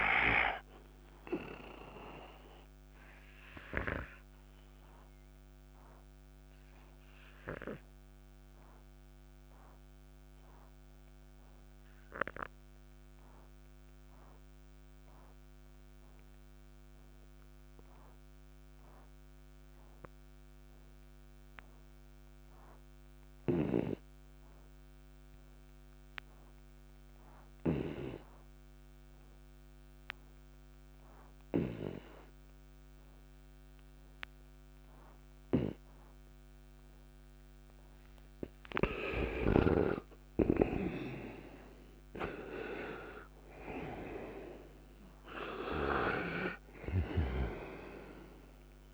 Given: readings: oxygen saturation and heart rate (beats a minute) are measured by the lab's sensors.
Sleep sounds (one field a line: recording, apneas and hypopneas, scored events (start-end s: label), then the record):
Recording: breathing in sleep by a microphone on the trachea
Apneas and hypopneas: 1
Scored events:
0.00-18.00 s: oxygen desaturation (device-marked, oxygen 90% lowest, heart rate 60 extreme)
4.00-37.00 s: obstructive apnea (oxygen 98% before, 82% lowest, heart rate 66 before, 62 extreme, up 23 after)
31.00-48.94 s: oxygen desaturation (device-marked, oxygen 97% before, 82% lowest, heart rate 65 before, 57 extreme)
39.00-42.50 s: arousal
From the record:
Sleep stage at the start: N2 (light sleep)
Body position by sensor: on the right side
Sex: male